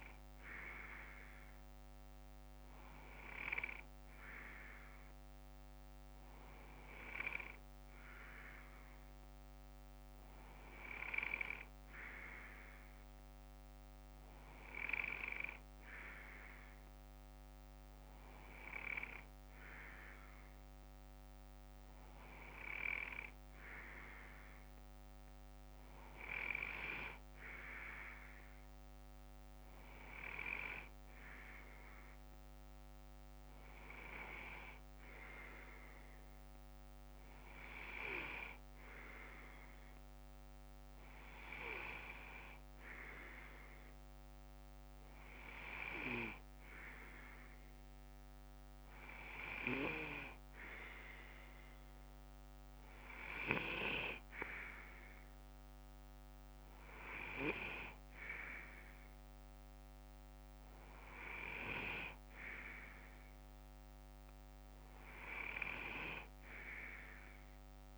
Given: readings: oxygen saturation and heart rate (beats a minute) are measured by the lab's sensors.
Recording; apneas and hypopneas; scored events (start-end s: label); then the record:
breathing in sleep by a microphone on the trachea; none
7.00-13.00 s: bradycardia (device-marked, heart rate 61 before, 50 extreme)
19.00-22.00 s: bradycardia (device-marked, heart rate 61 before, 59 extreme)
From the record:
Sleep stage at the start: N2 (light sleep); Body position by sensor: on the left side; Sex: male